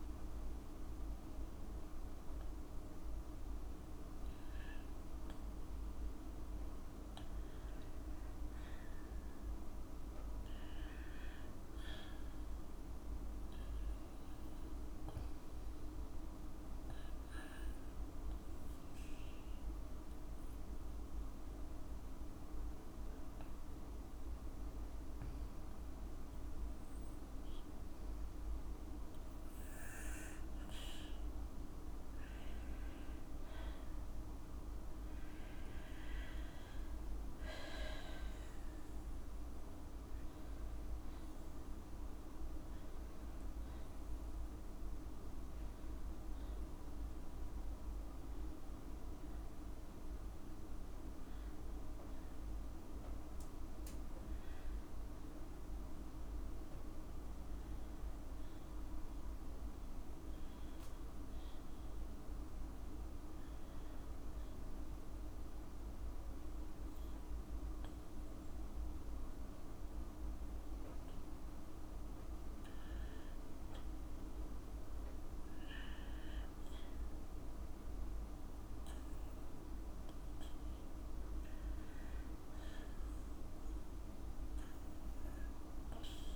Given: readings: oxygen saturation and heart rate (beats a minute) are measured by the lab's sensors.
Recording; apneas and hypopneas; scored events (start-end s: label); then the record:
breathing in sleep, hard to hear, by a room microphone; none
34.00-38.00 s: arousal
36.50-38.50 s: long interval between heartbeats (device-marked, heart rate 59 before, 70 extreme)
From the record:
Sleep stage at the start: N2 (light sleep); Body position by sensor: on the back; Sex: female